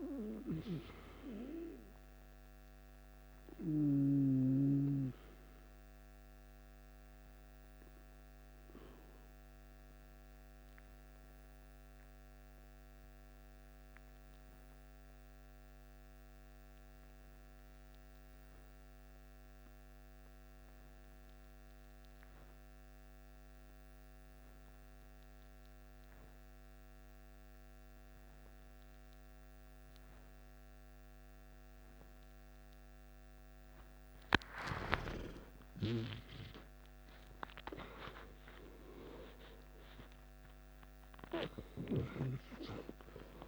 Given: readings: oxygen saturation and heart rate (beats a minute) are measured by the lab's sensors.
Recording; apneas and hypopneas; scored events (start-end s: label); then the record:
breathing in sleep by a microphone on the trachea; 1
0.00-11.00 s: oxygen desaturation (device-marked, oxygen 89% lowest, heart rate 53 extreme)
1.00-34.00 s: obstructive apnea (oxygen 95% before, 89% lowest, heart rate 63 before, 53 extreme, up 16 after)
30.00-43.48 s: oxygen desaturation (device-marked, oxygen 97% before, 92% lowest, heart rate 54 before, 53 extreme)
35.50-40.50 s: arousal
From the record:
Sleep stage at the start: N2 (light sleep); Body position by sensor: on the back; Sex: male